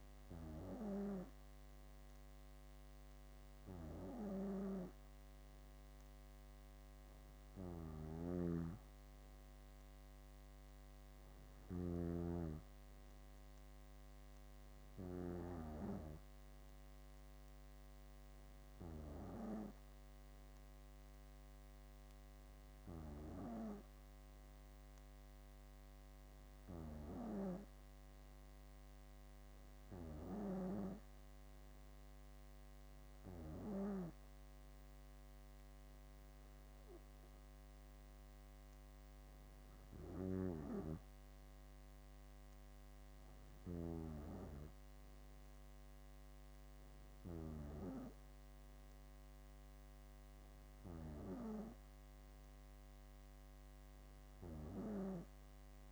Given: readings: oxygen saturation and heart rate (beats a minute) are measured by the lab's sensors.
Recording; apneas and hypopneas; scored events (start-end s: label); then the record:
breathing in sleep by a microphone on the trachea; none
7.50-12.00 s: snoring (device-marked)
12.50-16.50 s: arousal
From the record:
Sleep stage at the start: N2 (light sleep); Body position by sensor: on the back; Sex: female